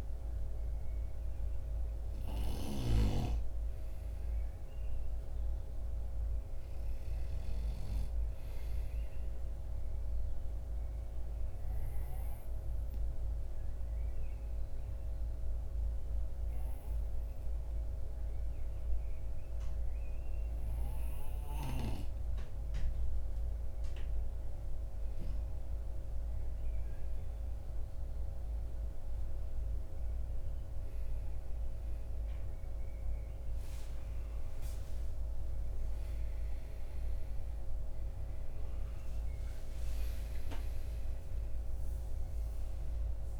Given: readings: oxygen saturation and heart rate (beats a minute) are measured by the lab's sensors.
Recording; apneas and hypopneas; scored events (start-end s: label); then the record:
breathing in sleep, hard to hear, by a room microphone; 1
0.00-2.00 s: arousal
0.00-2.50 s: snoring (device-marked)
8.50-23.00 s: obstructive apnea (oxygen 94% before, 92% lowest, heart rate 53 before, 50 extreme, up 1 after)
From the record:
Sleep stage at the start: N2 (light sleep); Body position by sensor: on the right side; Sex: male